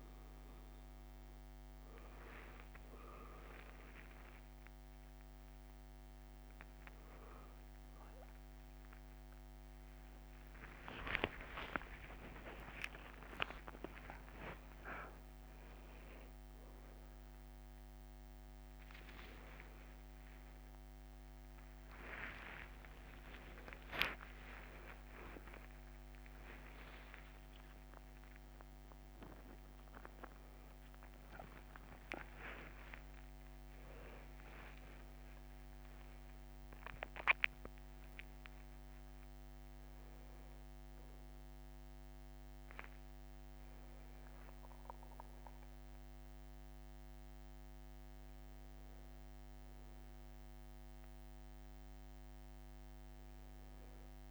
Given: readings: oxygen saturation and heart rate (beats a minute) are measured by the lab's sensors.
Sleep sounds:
a person awake in a sleep study, by a microphone on the trachea; none
0.00-21.00 s: oxygen desaturation (device-marked, oxygen 90% lowest)
4.00-6.00 s: long interval between heartbeats (device-marked)
10.50-12.50 s: long interval between heartbeats (device-marked)
13.00-15.00 s: long interval between heartbeats (device-marked)
23.50-25.50 s: long interval between heartbeats (device-marked, heart rate 59 before, 40 extreme)
27.50-29.50 s: long interval between heartbeats (device-marked, heart rate 66 before, 76 extreme)
29.50-31.50 s: long interval between heartbeats (device-marked, heart rate 72 before, 97 extreme)
34.50-36.50 s: long interval between heartbeats (device-marked, heart rate 72 before, 77 extreme)
From the record:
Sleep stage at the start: awake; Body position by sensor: on the right side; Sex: male

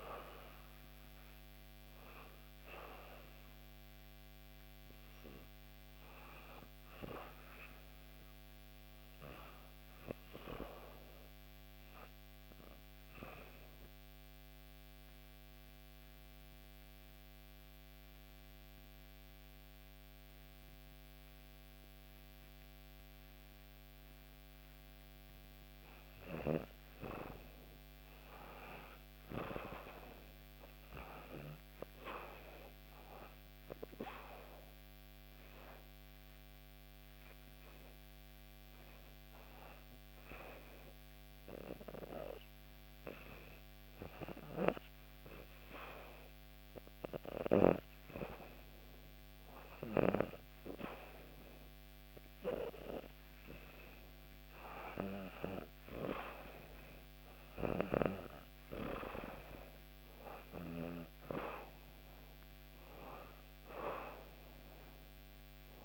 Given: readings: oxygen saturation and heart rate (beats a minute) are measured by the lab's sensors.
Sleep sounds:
breathing in sleep by a microphone on the trachea; 2
12.50-24.50 s: obstructive apnea (oxygen 98% before, 92% lowest, heart rate 67 before, 64 extreme, up 1 after)
27.50-31.00 s: arousal
28.00-46.00 s: oxygen desaturation (device-marked, oxygen 97% before, 92% lowest, heart rate 65 before, 65 extreme)
41.00-52.00 s: hypopnea (oxygen 98% before, 91% lowest, heart rate 65 before, 66 extreme, up 0 after)
55.50-59.50 s: arousal
From the record:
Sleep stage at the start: REM sleep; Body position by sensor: on the back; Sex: female

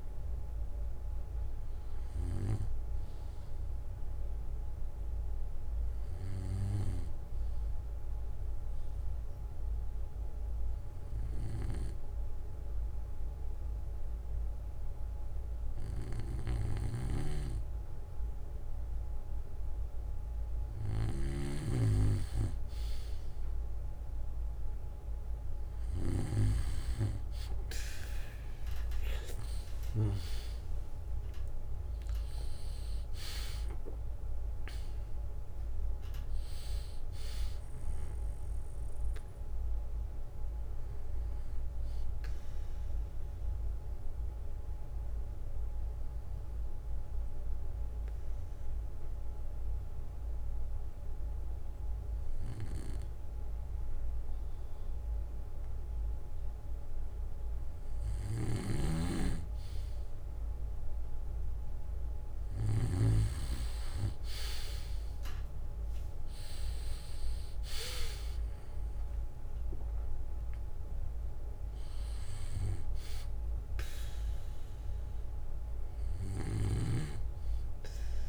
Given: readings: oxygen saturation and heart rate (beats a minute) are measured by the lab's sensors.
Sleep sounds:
breathing in sleep by a room microphone; 2
6.00-8.00 s: bradycardia (device-marked, heart rate 65 before, 58 extreme)
7.50-19.00 s: obstructive apnea (oxygen 96% before, 94% lowest, heart rate 64 before, 59 extreme, up 5 after)
27.50-32.00 s: arousal
43.50-57.00 s: obstructive apnea (oxygen 96% before, 94% lowest, heart rate 67 before, 58 extreme, up 9 after)
58.50-63.00 s: snoring (device-marked)
59.00-62.50 s: arousal
63.00-66.00 s: bradycardia (device-marked, heart rate 65 before, 64 extreme)
From the record:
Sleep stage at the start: N2 (light sleep); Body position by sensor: on the back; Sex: male

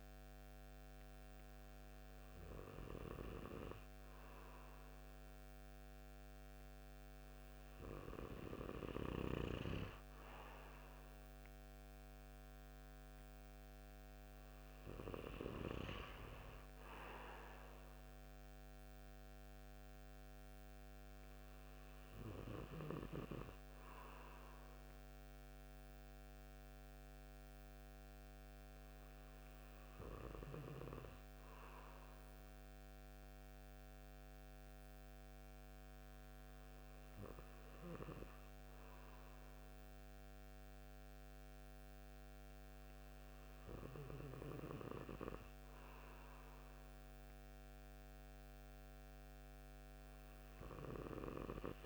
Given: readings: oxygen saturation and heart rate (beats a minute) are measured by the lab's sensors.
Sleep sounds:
breathing in sleep by a microphone on the trachea; none
none scored
From the record:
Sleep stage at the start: N2 (light sleep); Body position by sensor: on the right side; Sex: male

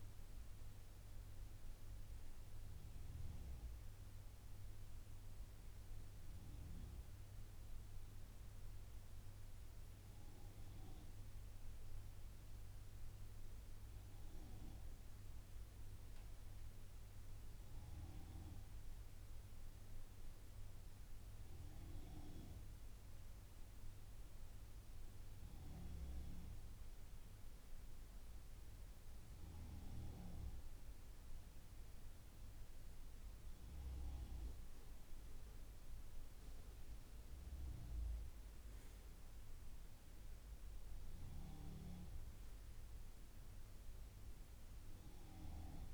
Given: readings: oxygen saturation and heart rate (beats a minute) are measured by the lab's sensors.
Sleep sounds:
breathing in sleep, hard to hear, by a room microphone; none
21.50-45.94 s: new sleep stage, N3 (deep sleep)
From the record:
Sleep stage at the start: N2 (light sleep); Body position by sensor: on the right side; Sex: male

